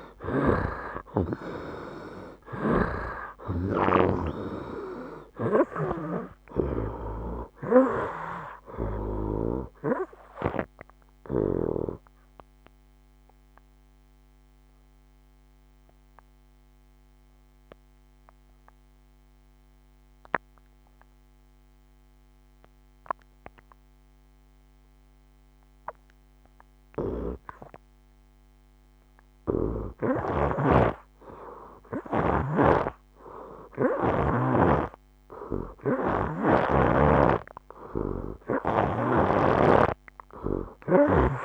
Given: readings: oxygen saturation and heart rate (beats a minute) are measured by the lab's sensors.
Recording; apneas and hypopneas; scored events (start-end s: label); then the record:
breathing in sleep by a microphone on the trachea; 1
0.00-4.00 s: snoring (device-marked)
0.00-24.00 s: oxygen desaturation (device-marked, oxygen 81% lowest, heart rate 67 extreme)
11.50-37.00 s: obstructive apnea (oxygen 92% before, 80% lowest, heart rate 78 before, 67 extreme, up 8 after)
26.00-41.45 s: oxygen desaturation (device-marked, oxygen 98% before, 80% lowest, heart rate 75 before, 64 extreme)
30.00-34.50 s: snoring (device-marked)
39.00-41.45 s: snoring (device-marked)
From the record:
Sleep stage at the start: N2 (light sleep); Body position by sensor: on the right side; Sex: male